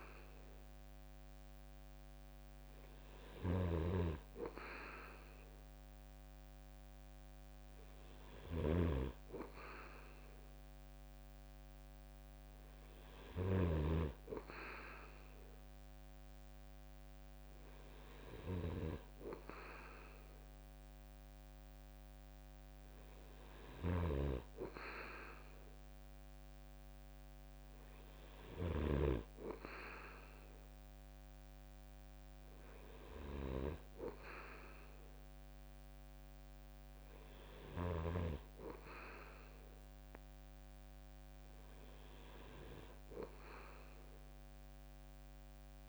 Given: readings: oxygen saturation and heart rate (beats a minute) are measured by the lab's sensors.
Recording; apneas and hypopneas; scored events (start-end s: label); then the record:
breathing in sleep by a microphone on the trachea; none
3.00-13.50 s: snoring (device-marked)
23.50-28.50 s: snoring (device-marked)
From the record:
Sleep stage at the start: N2 (light sleep); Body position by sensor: on the right side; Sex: male